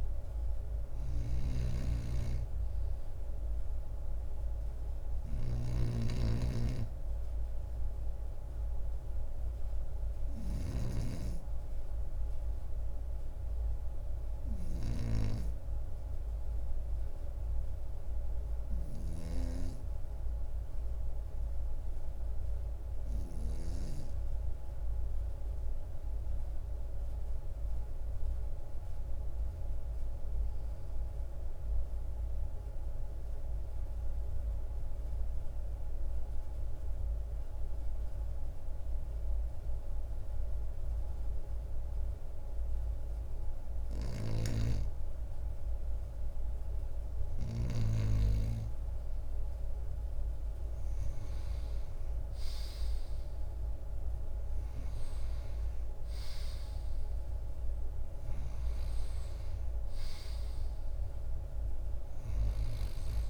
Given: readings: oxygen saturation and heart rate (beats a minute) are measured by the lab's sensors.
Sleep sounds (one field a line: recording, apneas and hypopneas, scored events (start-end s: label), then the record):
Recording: breathing in sleep by a room microphone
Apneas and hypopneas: 1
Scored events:
0.00-19.00 s: snoring (device-marked)
22.00-44.50 s: obstructive apnea (oxygen 98% before, 94% lowest, heart rate 42 before, 41 extreme, up 2 after)
43.50-47.50 s: snoring (device-marked)
47.00-51.00 s: arousal
From the record:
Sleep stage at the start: N2 (light sleep)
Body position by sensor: on the right side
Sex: male